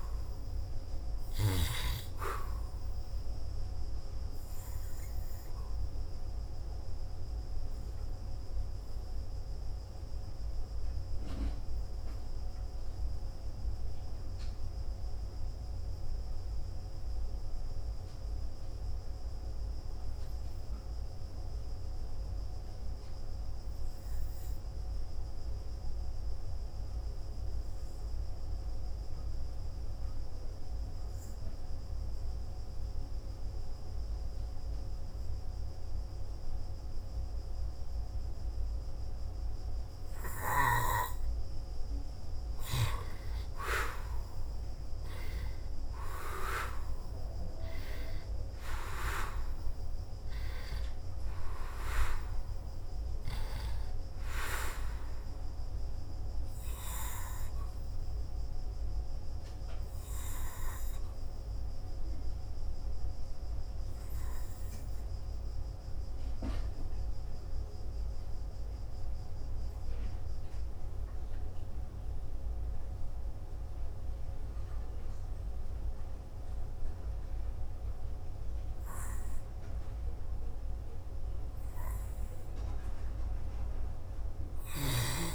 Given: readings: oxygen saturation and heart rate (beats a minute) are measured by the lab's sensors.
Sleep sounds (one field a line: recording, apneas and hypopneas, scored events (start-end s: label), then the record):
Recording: breathing in sleep by a room microphone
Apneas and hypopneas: 2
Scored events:
6.50-40.50 s: obstructive apnea (oxygen 97% before, 86% lowest, heart rate 55 before, 48 extreme, up 8 after)
20.00-33.00 s: oxygen desaturation (device-marked, oxygen 93% before, 86% lowest, heart rate 57 before, 48 extreme)
43.50-48.00 s: arousal
56.50-81.00 s: obstructive apnea (oxygen 97% before, 86% lowest, heart rate 53 before, 54 extreme, up 0 after)
69.00-84.00 s: oxygen desaturation (device-marked, oxygen 94% before, 86% lowest, heart rate 59 before, 54 extreme)
84.00-85.35 s: arousal
From the record:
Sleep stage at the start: N2 (light sleep)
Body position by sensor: on the back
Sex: male